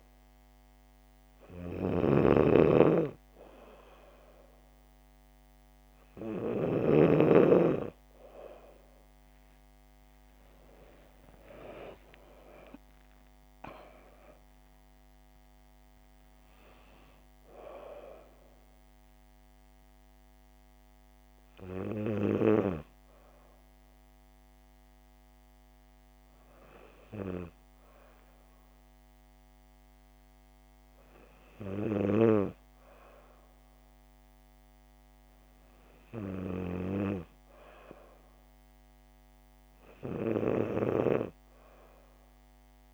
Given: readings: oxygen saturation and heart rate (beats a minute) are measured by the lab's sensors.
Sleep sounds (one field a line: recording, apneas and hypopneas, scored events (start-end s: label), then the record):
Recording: breathing in sleep by a microphone on the trachea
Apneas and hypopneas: none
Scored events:
0.00-7.00 s: snoring (device-marked)
12.00-16.00 s: arousal
26.50-42.93 s: new sleep stage, N2 (light sleep)
From the record:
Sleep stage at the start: N3 (deep sleep)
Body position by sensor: on the back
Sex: female